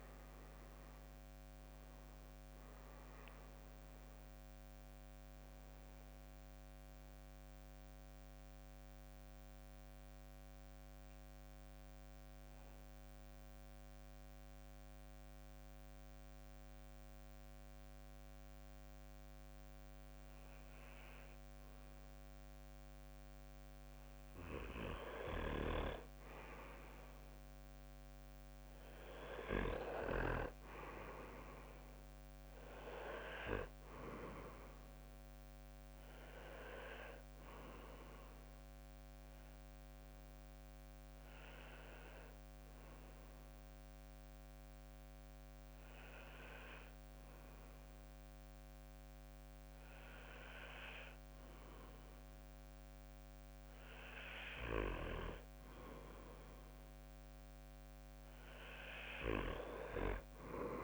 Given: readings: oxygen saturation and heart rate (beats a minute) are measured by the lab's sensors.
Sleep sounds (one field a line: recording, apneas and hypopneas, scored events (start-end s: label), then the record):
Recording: breathing in sleep by a microphone on the trachea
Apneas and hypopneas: 2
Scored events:
0.00-7.50 s: drop in pulse transit time (device-marked, heart rate 59 extreme)
0.00-15.50 s: oxygen desaturation (device-marked, oxygen 93% lowest, heart rate 53 extreme)
7.50-24.50 s: obstructive apnea (oxygen 97% before, 93% lowest, heart rate 65 before, 53 extreme, up 9 after)
26.50-29.50 s: arousal
30.50-45.50 s: oxygen desaturation (device-marked, oxygen 98% before, 93% lowest, heart rate 58 before, 56 extreme)
39.50-56.50 s: hypopnea (oxygen 98% before, 90% lowest, heart rate 62 before, 56 extreme, up 6 after)
From the record:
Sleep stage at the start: N2 (light sleep)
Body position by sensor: on the back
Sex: male